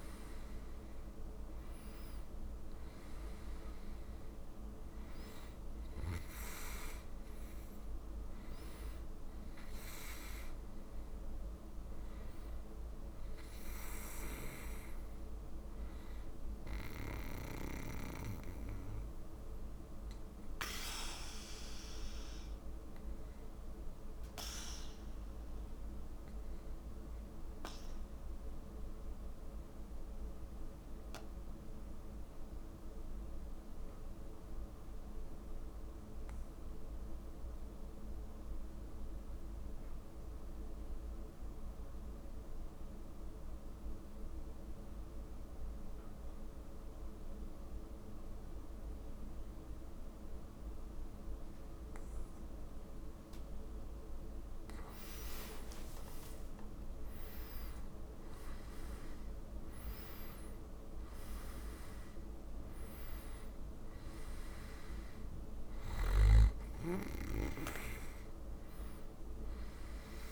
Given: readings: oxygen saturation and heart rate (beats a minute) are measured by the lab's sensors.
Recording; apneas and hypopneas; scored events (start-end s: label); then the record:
breathing in sleep by a room microphone; 1
0.00-3.00 s: oxygen desaturation (device-marked, oxygen 92% lowest)
17.50-20.50 s: arousal
18.00-34.00 s: oxygen desaturation (device-marked, oxygen 93% before, 89% lowest)
25.50-53.00 s: obstructive apnea (oxygen 94% before, 87% lowest)
51.00-70.32 s: oxygen desaturation (device-marked, oxygen 98% before, 87% lowest)
55.00-59.00 s: arousal
From the record:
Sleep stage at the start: N2 (light sleep); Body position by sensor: on the back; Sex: male